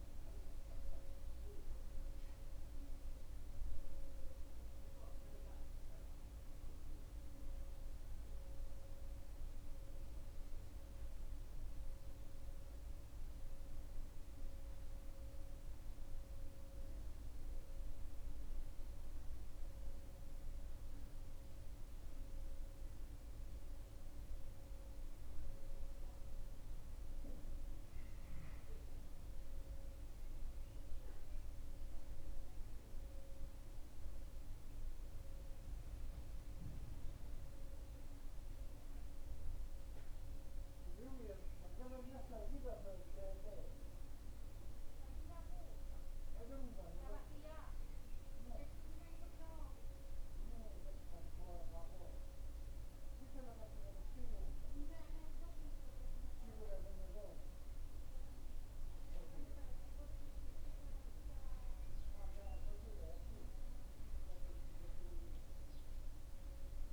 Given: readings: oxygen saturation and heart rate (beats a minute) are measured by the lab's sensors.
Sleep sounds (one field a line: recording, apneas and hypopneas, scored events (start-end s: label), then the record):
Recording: breathing in sleep by a room microphone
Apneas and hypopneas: none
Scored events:
none scored
From the record:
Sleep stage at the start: N2 (light sleep)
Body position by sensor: on the back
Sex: male